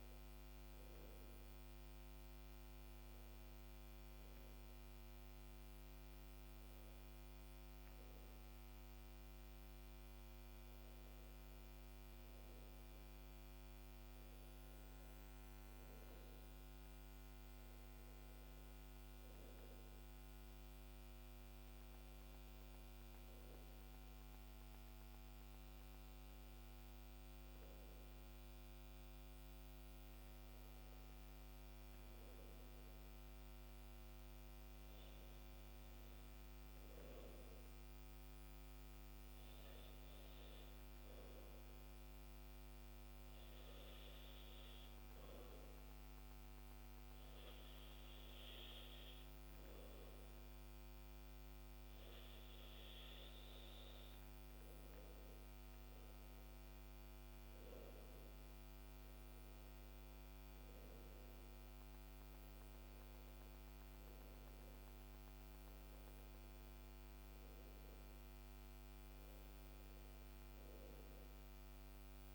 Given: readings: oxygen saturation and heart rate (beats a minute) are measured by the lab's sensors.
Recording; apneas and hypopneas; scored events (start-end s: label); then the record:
breathing in sleep, hard to hear, by a microphone on the trachea; none
none scored
From the record:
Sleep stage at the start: N2 (light sleep); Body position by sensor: on the back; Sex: male